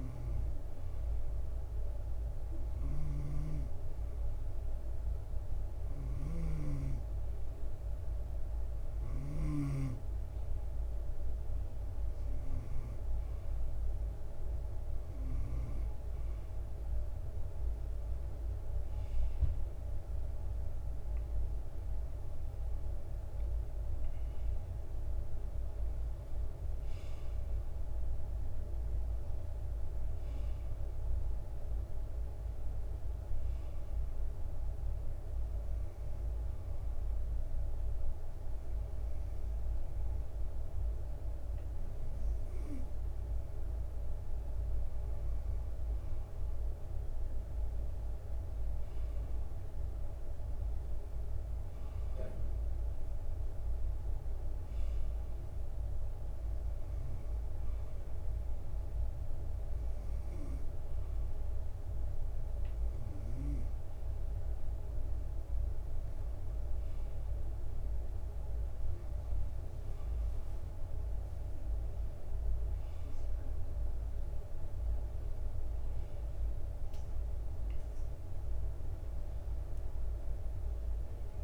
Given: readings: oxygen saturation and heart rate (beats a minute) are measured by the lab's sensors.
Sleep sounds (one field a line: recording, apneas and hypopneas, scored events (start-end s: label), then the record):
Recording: breathing in sleep, hard to hear, by a room microphone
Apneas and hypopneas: none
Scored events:
0.00-9.50 s: snoring (device-marked)
18.50-32.50 s: drop in pulse transit time (device-marked, heart rate 63 before, 64 extreme)
20.50-24.00 s: arousal
78.00-81.44 s: arousal
From the record:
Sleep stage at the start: N2 (light sleep)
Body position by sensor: on the right side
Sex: male